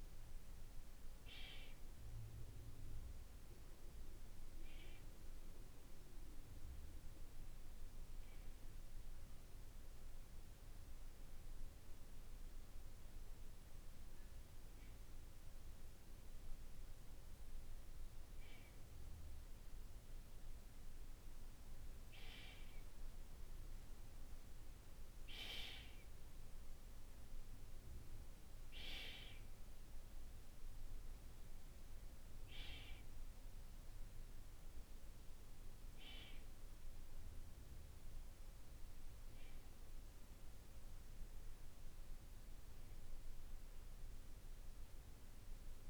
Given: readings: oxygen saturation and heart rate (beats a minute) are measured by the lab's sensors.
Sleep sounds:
breathing in sleep by a room microphone; none
none scored
From the record:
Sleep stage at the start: N2 (light sleep); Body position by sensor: on the back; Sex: male

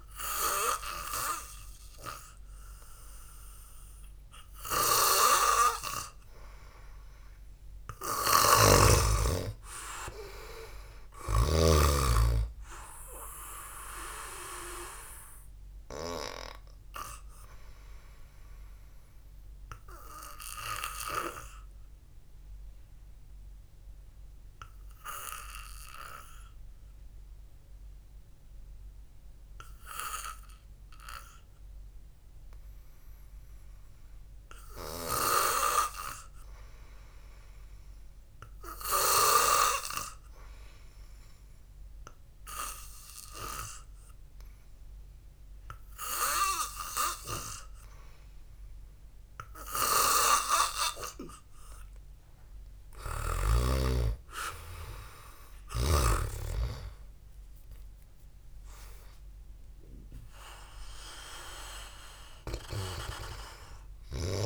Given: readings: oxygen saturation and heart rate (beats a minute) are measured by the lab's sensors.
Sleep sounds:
breathing in sleep by a room microphone; 1
8.50-12.00 s: snoring (device-marked)
12.00-16.50 s: arousal
21.00-33.50 s: obstructive apnea (oxygen 98% before, 92% lowest, heart rate 55 before, 54 extreme, up 0 after)
29.50-38.50 s: oxygen desaturation (device-marked, oxygen 95% before, 92% lowest, heart rate 59 before, 54 extreme)
37.00-41.00 s: arousal
55.00-57.00 s: long interval between heartbeats (device-marked, heart rate 58 before, 59 extreme)
59.50-63.00 s: arousal
From the record:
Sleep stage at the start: N2 (light sleep); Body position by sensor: on the back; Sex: male

